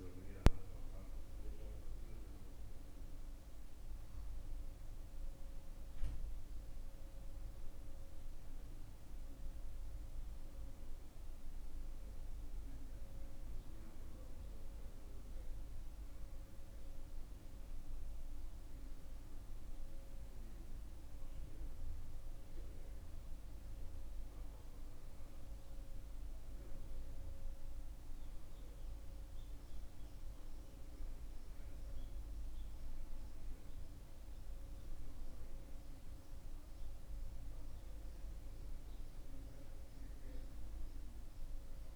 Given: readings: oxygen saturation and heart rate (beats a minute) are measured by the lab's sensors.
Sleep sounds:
a person awake in a sleep study, hard to hear, by a room microphone; none
none scored
From the record:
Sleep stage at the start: awake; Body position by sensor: on the back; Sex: male

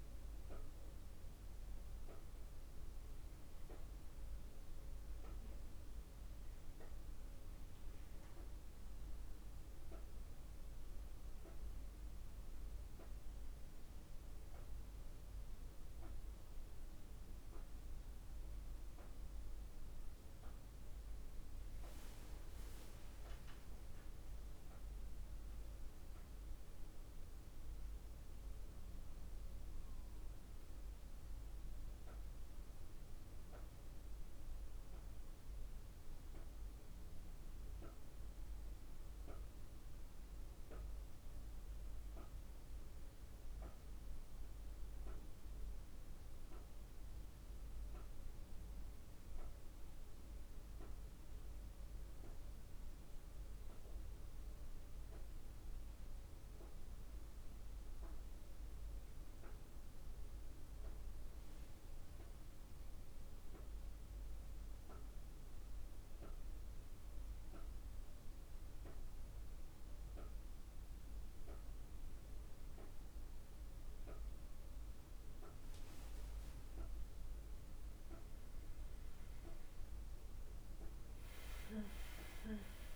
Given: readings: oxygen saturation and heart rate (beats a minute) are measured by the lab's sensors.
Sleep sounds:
breathing in sleep, hard to hear, by a room microphone; 1
42.50-60.50 s: central apnea (oxygen 99% before, 94% lowest, heart rate 59 before, 52 extreme, up 8 after)
61.00-82.96 s: oxygen desaturation (device-marked, oxygen 98% before, 94% lowest, heart rate 54 before, 47 extreme)
62.50-66.00 s: arousal
From the record:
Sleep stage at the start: N1 (lightest sleep); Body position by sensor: on the back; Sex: female

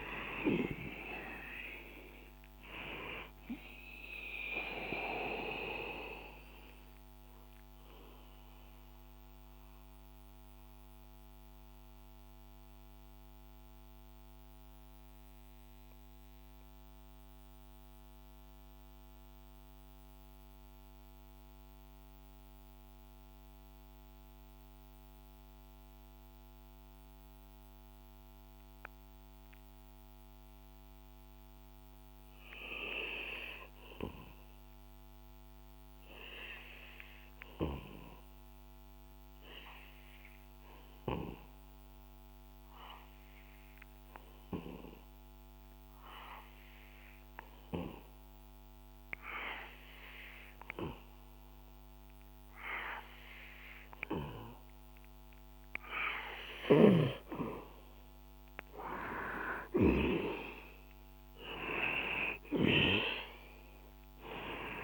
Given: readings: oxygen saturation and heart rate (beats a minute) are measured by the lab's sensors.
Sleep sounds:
breathing in sleep by a microphone on the trachea; 1
0.00-15.00 s: oxygen desaturation (device-marked, oxygen 93% lowest, heart rate 59 extreme)
5.00-56.50 s: mixed apnea (oxygen 99% before, 90% lowest, heart rate 66 before, 59 extreme, up 11 after)
17.00-28.00 s: oxygen desaturation (device-marked, oxygen 94% before, 90% lowest, heart rate 65 before, 62 extreme)
51.00-64.84 s: oxygen desaturation (device-marked, oxygen 96% before, 90% lowest, heart rate 64 before, 61 extreme)
58.00-63.50 s: arousal
From the record:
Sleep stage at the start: N2 (light sleep); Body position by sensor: on the back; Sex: male

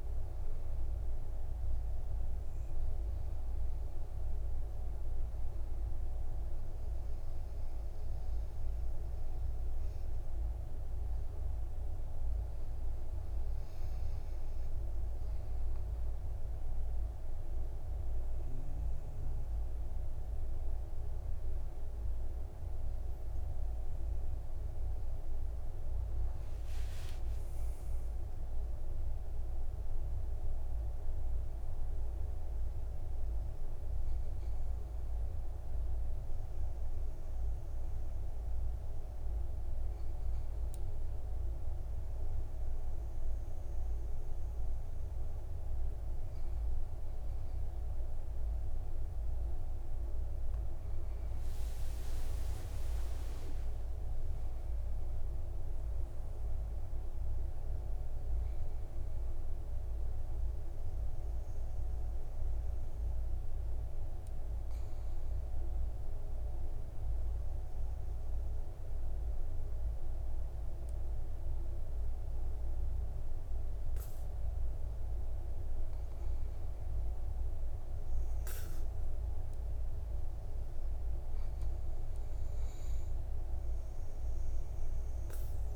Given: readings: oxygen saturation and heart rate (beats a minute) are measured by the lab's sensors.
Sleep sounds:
breathing in sleep, hard to hear, by a room microphone; 2
0.00-10.00 s: oxygen desaturation (device-marked, oxygen 94% lowest, heart rate 47 extreme)
27.50-32.00 s: arousal
37.00-49.50 s: obstructive apnea (oxygen 100% before, 96% lowest, heart rate 54 before, 50 extreme, up 18 after)
51.00-55.50 s: arousal
66.00-76.00 s: obstructive apnea (oxygen 100% before, 96% lowest, heart rate 59 before, 51 extreme, up 6 after)
78.50-82.00 s: arousal
From the record:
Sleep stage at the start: N2 (light sleep); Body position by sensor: on the back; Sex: male

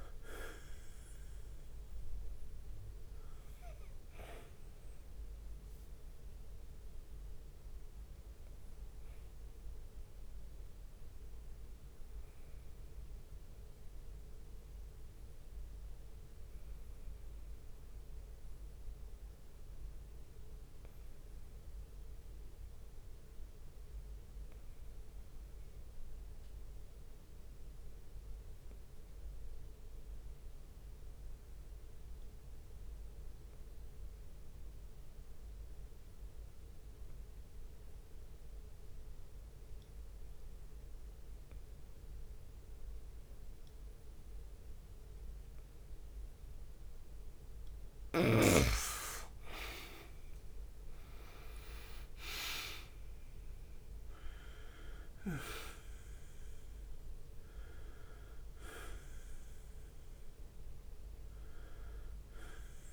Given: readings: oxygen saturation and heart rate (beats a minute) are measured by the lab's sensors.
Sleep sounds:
breathing in sleep by a room microphone; 1
0.00-1.00 s: oxygen desaturation (device-marked, oxygen 93% lowest)
0.00-21.00 s: bradycardia (device-marked)
8.00-19.00 s: oxygen desaturation (device-marked, oxygen 94% before, 91% lowest)
13.50-46.50 s: obstructive apnea (oxygen 96% before, 88% lowest)
15.50-16.50 s: leg movement (device-marked)
22.00-24.00 s: long interval between heartbeats (device-marked)
24.50-26.50 s: long interval between heartbeats (device-marked)
26.00-32.00 s: bradycardia (device-marked)
26.50-28.50 s: long interval between heartbeats (device-marked)
29.00-31.00 s: drop in pulse transit time (device-marked)
30.00-32.00 s: long interval between heartbeats (device-marked)
33.50-35.50 s: long interval between heartbeats (device-marked, heart rate 33 before, 57 extreme)
34.00-44.00 s: drop in pulse transit time (device-marked)
35.50-37.50 s: long interval between heartbeats (device-marked, heart rate 38 before, 80 extreme)
37.50-39.50 s: long interval between heartbeats (device-marked, heart rate 45 before, 63 extreme)
39.00-45.00 s: bradycardia (device-marked)
39.00-62.93 s: oxygen desaturation (device-marked, oxygen 98% before, 88% lowest)
40.00-49.00 s: leg movement (device-marked)
45.50-47.50 s: long interval between heartbeats (device-marked, heart rate 54 before, 40 extreme)
46.00-53.00 s: tachycardia (device-marked)
49.50-53.50 s: arousal
51.50-53.50 s: long interval between heartbeats (device-marked, heart rate 60 before, 125 extreme)
54.50-56.50 s: long interval between heartbeats (device-marked, heart rate 72 before, 113 extreme)
56.00-58.00 s: bradycardia (device-marked)
56.00-62.93 s: leg movement (device-marked)
58.00-60.00 s: long interval between heartbeats (device-marked, heart rate 76 before, 47 extreme)
58.00-62.93 s: drop in pulse transit time (device-marked, heart rate 76 before, 47 extreme)
61.00-62.93 s: long interval between heartbeats (device-marked, heart rate 75 before, 61 extreme)
From the record:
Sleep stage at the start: N2 (light sleep); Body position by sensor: on the back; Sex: male

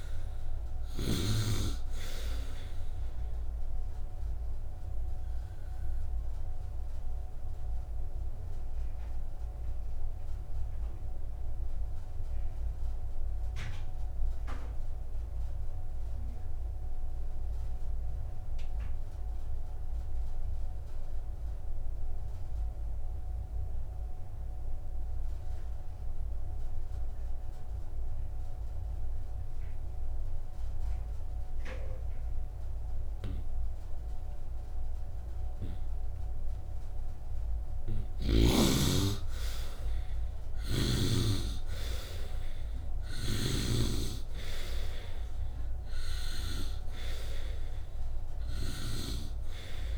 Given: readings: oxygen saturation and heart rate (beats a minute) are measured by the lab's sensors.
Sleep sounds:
breathing in sleep by a room microphone; 1
0.00-19.50 s: oxygen desaturation (device-marked, oxygen 73% lowest, heart rate 54 extreme)
4.50-37.00 s: obstructive apnea (oxygen 99% before, 70% lowest, heart rate 63 before, 54 extreme, up 8 after)
26.50-49.98 s: oxygen desaturation (device-marked, oxygen 97% before, 70% lowest, heart rate 70 before, 54 extreme)
37.00-39.00 s: long interval between heartbeats (device-marked, heart rate 64 before, 56 extreme)
38.50-43.00 s: arousal
40.50-44.00 s: snoring (device-marked)
From the record:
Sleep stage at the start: N2 (light sleep); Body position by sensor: upright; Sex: male

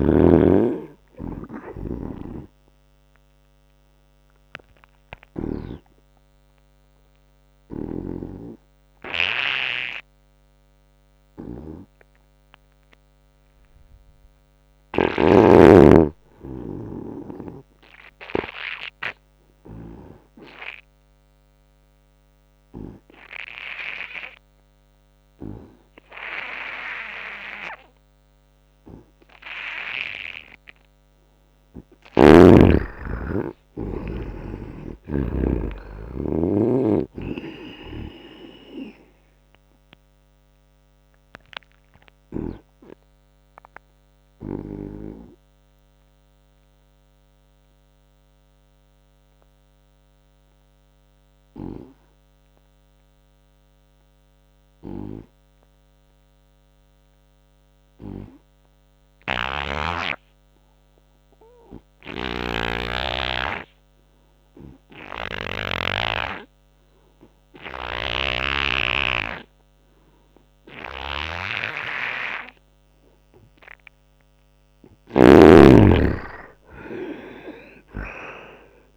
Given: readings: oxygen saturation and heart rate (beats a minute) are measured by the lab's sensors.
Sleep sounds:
breathing in sleep by a microphone on the trachea; 2
0.00-16.00 s: oxygen desaturation (device-marked, oxygen 83% lowest, heart rate 78 extreme)
1.00-5.50 s: snoring (device-marked)
7.50-15.00 s: snoring (device-marked)
17.50-30.00 s: obstructive apnea (oxygen 95% before, 78% lowest, heart rate 86 before, 78 extreme, up 7 after)
26.00-57.00 s: oxygen desaturation (device-marked, oxygen 96% before, 80% lowest, heart rate 86 before, 66 extreme)
31.50-35.50 s: arousal
39.00-73.00 s: obstructive apnea (oxygen 96% before, 75% lowest, heart rate 83 before, 66 extreme, up 16 after)
59.00-65.50 s: snoring (device-marked)
59.00-78.96 s: oxygen desaturation (device-marked, oxygen 97% before, 75% lowest, heart rate 86 before, 66 extreme)
67.50-75.00 s: snoring (device-marked)
74.50-78.00 s: arousal
From the record:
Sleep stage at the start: N2 (light sleep); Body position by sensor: on the right side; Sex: male

